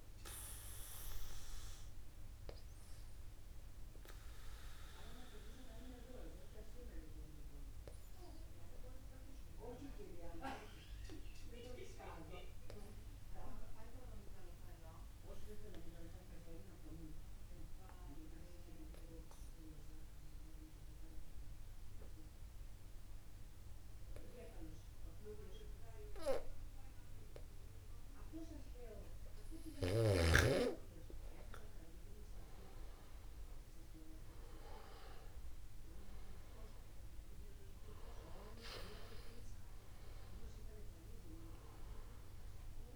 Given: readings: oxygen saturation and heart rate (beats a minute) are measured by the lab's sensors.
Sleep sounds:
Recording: breathing in sleep by a room microphone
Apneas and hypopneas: 1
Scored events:
5.00-31.00 s: obstructive apnea (oxygen 98% before, 92% lowest, heart rate 50 before, 50 extreme, up 1 after)
33.00-38.00 s: arousal
From the record:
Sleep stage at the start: N2 (light sleep)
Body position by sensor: upright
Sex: male

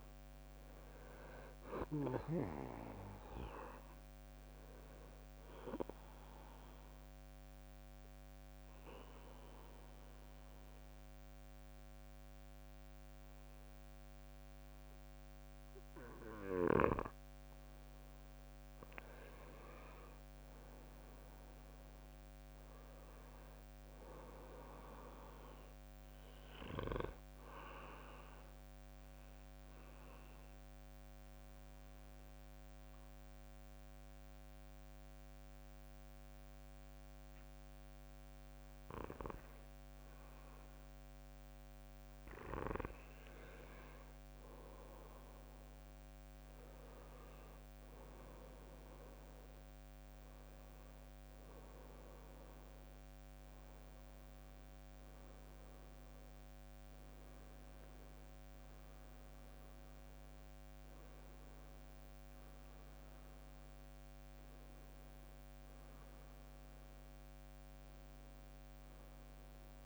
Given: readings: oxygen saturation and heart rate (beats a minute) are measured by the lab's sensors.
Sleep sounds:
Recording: breathing in sleep by a microphone on the trachea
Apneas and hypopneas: 2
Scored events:
0.00-15.00 s: oxygen desaturation (device-marked, oxygen 93% lowest, heart rate 56 extreme)
4.50-16.00 s: obstructive apnea (oxygen 98% before, 93% lowest, heart rate 62 before, 56 extreme, up 11 after)
18.50-22.50 s: arousal
26.50-41.50 s: mixed apnea (oxygen 97% before, 94% lowest, heart rate 63 before, 56 extreme, up 14 after)
45.00-49.00 s: arousal
68.50-69.86 s: arousal
From the record:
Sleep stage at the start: N2 (light sleep)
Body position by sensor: on the back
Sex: male

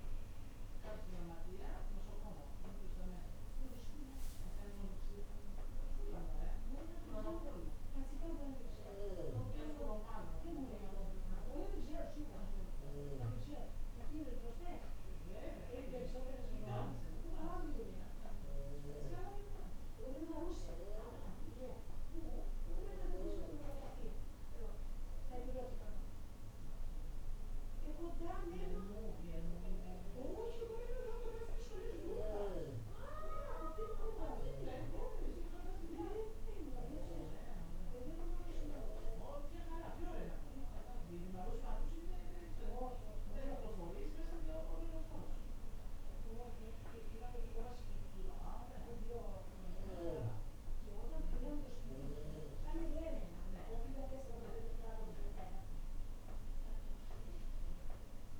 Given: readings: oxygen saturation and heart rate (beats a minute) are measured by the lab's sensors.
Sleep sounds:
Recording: breathing in sleep by a room microphone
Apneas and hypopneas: none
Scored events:
none scored
From the record:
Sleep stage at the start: N1 (lightest sleep)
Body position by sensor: on the right side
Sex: female

